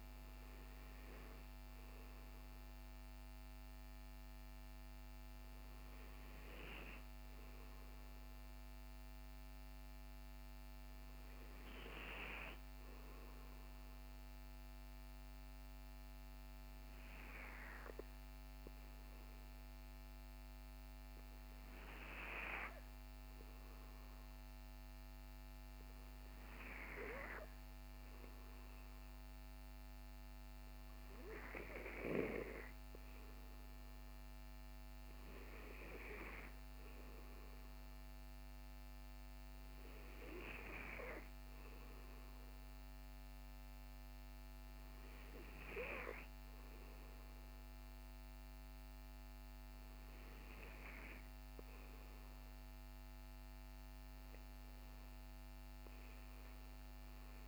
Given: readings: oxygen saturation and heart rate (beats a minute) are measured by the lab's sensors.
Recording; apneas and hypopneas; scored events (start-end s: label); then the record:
breathing in sleep by a microphone on the trachea; none
54.50-57.48 s: new sleep stage, REM sleep
From the record:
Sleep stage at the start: N2 (light sleep); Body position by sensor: on the back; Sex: male